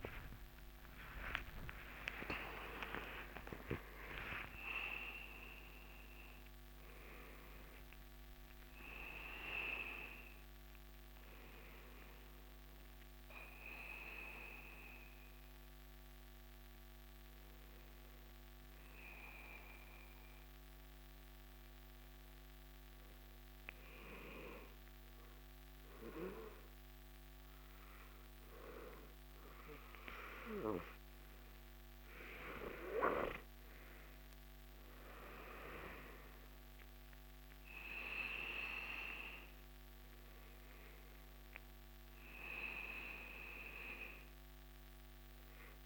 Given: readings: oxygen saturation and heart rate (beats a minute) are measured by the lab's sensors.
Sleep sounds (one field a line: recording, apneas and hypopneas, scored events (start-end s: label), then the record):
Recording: breathing in sleep by a microphone on the trachea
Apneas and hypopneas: 1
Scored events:
0.00-3.50 s: oxygen desaturation (device-marked, oxygen 91% lowest, heart rate 72 extreme)
1.50-31.50 s: new sleep stage, N1 (lightest sleep)
19.50-31.50 s: mixed apnea (oxygen 94% before, 93% lowest, heart rate 122 before, 66 extreme, up 3 after)
31.50-45.86 s: new sleep stage, N2 (light sleep)
32.00-37.50 s: arousal
From the record:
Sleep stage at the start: N2 (light sleep)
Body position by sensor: on the back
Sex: male